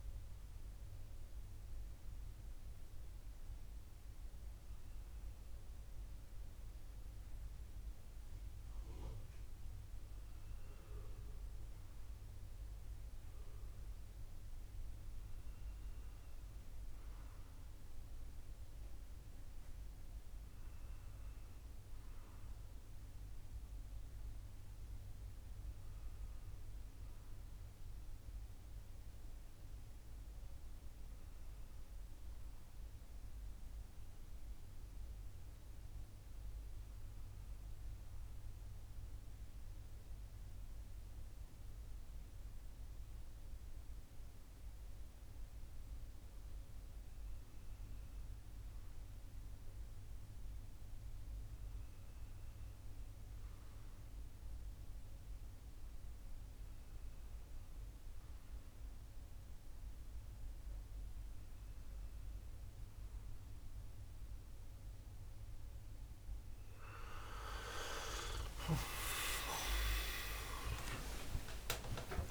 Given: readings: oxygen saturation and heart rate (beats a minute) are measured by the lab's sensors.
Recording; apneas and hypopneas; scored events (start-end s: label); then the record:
a person awake in a sleep study, by a room microphone; none
none scored
From the record:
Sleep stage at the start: awake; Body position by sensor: on the back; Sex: male